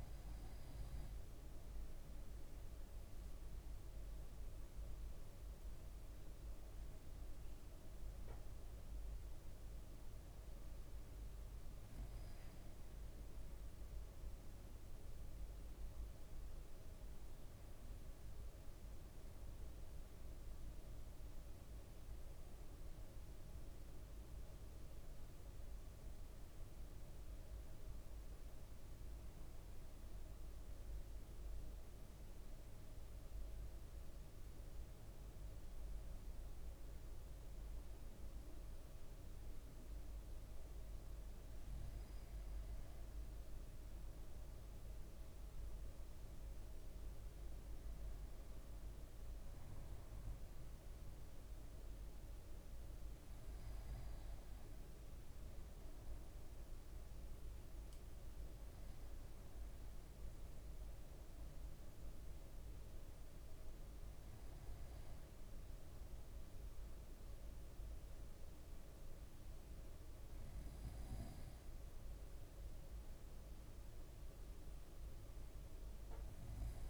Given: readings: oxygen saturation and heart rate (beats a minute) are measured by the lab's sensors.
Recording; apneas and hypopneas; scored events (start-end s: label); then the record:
breathing in sleep, hard to hear, by a room microphone; none
none scored
From the record:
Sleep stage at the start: N2 (light sleep); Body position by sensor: on the right side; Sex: male